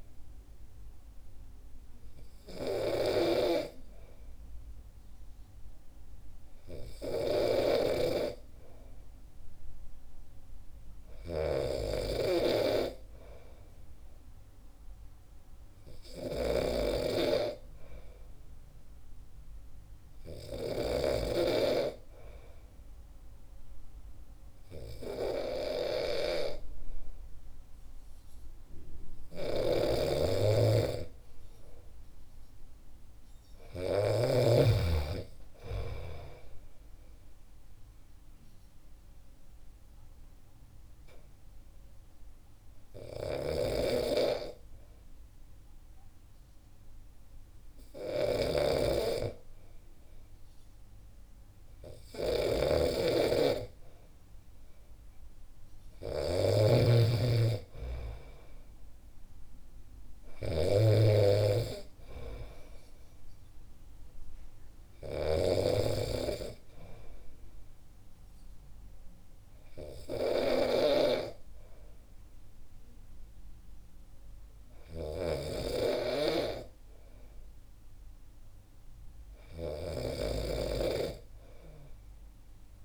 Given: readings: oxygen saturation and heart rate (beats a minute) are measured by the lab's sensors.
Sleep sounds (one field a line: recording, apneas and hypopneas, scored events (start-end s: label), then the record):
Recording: breathing in sleep by a room microphone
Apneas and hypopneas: 2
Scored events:
11.50-21.50 s: snoring (device-marked)
17.50-28.50 s: hypopnea (oxygen 96% before, 92% lowest, heart rate 63 before, 63 extreme, up 2 after)
29.50-34.50 s: snoring (device-marked)
33.00-36.50 s: arousal
39.00-52.00 s: hypopnea (oxygen 96% before, 90% lowest, heart rate 65 before, 63 extreme, up 3 after)
43.50-65.50 s: snoring (device-marked)
54.00-57.00 s: arousal
64.00-78.00 s: oxygen desaturation (device-marked, oxygen 96% before, 92% lowest, heart rate 65 before, 63 extreme)
75.00-82.85 s: snoring (device-marked)
81.00-82.85 s: arousal
From the record:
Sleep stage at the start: N2 (light sleep)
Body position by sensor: on the back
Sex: male